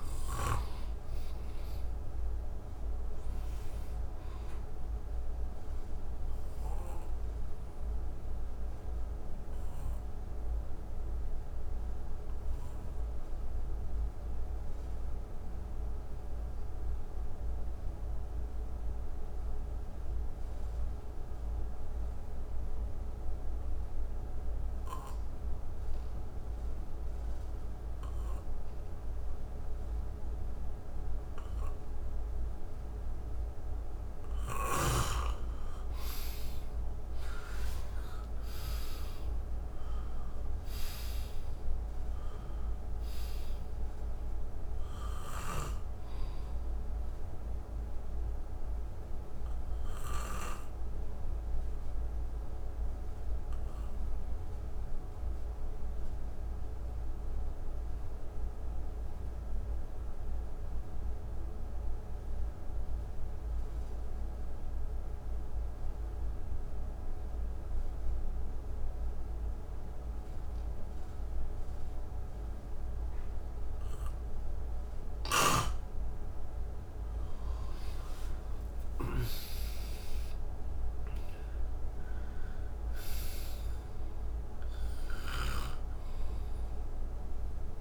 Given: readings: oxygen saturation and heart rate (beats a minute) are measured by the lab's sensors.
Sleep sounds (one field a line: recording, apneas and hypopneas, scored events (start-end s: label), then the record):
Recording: breathing in sleep, hard to hear, by a room microphone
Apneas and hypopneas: 2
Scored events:
0.00-16.00 s: oxygen desaturation (device-marked, oxygen 83% lowest, heart rate 64 extreme)
7.00-33.50 s: obstructive apnea (oxygen 98% before, 83% lowest, heart rate 70 before, 60 extreme, up 10 after)
26.00-57.00 s: oxygen desaturation (device-marked, oxygen 98% before, 83% lowest, heart rate 67 before, 60 extreme)
35.50-41.50 s: arousal
45.00-75.00 s: obstructive apnea (oxygen 98% before, 83% lowest, heart rate 69 before, 59 extreme, up 21 after)
71.00-87.81 s: oxygen desaturation (device-marked, oxygen 98% before, 85% lowest, heart rate 64 before, 59 extreme)
77.00-81.50 s: arousal
From the record:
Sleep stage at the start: N2 (light sleep)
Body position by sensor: on the back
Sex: male